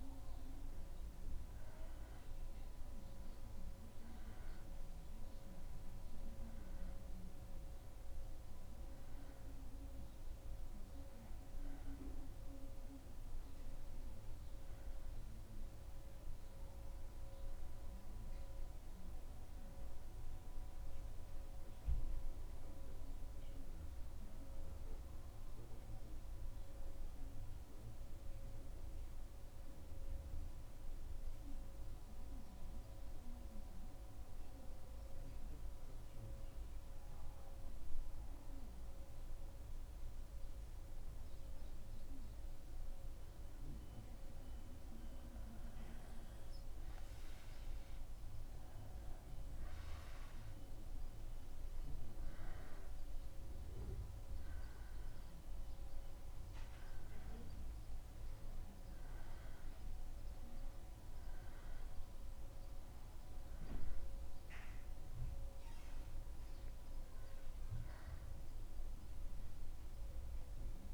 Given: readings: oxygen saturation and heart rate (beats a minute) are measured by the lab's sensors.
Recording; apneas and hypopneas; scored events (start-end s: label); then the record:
breathing in sleep, hard to hear, by a room microphone; 1
13.50-17.50 s: arousal
17.50-70.94 s: new sleep stage, N2 (light sleep)
19.50-42.00 s: central apnea (oxygen 98% before, 93% lowest, heart rate 76 before, 73 extreme, up 5 after)
44.50-48.50 s: arousal
46.50-50.50 s: oxygen desaturation (device-marked, oxygen 98% before, 97% lowest, heart rate 75 before, 74 extreme)
From the record:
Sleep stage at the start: N1 (lightest sleep); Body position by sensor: on the back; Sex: male